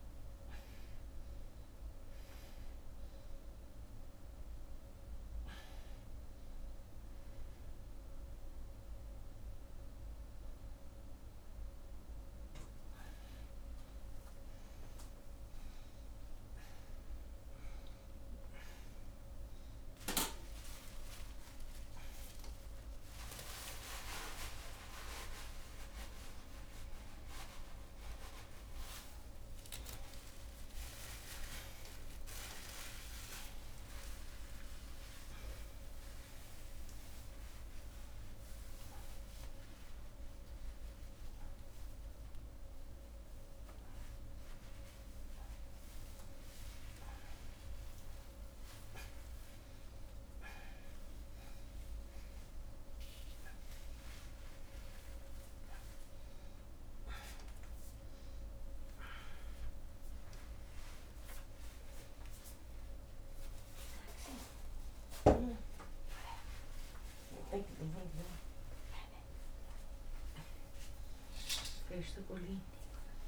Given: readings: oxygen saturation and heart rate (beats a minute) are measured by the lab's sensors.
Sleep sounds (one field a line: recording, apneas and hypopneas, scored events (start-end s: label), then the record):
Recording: a person awake in a sleep study, by a room microphone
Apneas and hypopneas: none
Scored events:
0.00-17.00 s: oxygen desaturation (device-marked, oxygen 90% lowest, heart rate 92 extreme)
From the record:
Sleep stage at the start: awake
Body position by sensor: upright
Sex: female